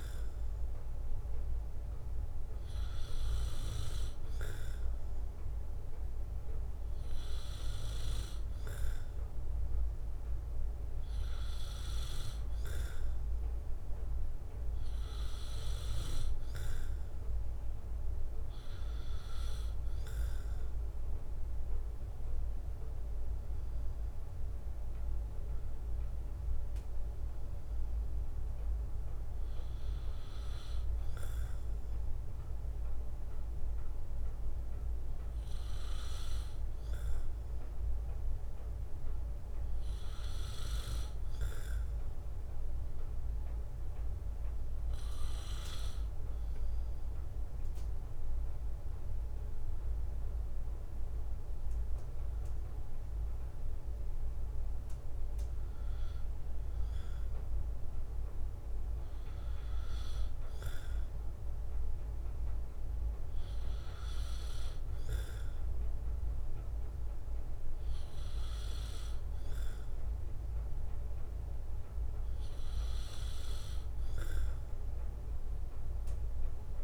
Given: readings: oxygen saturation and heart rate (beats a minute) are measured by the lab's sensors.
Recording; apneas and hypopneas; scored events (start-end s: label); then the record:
breathing in sleep by a room microphone; 1
25.50-29.50 s: arousal
30.50-43.50 s: hypopnea (oxygen 94% before, 92% lowest, heart rate 68 before, 62 extreme, up 4 after)
46.50-50.00 s: arousal
From the record:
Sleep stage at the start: N2 (light sleep); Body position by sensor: on the right side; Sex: male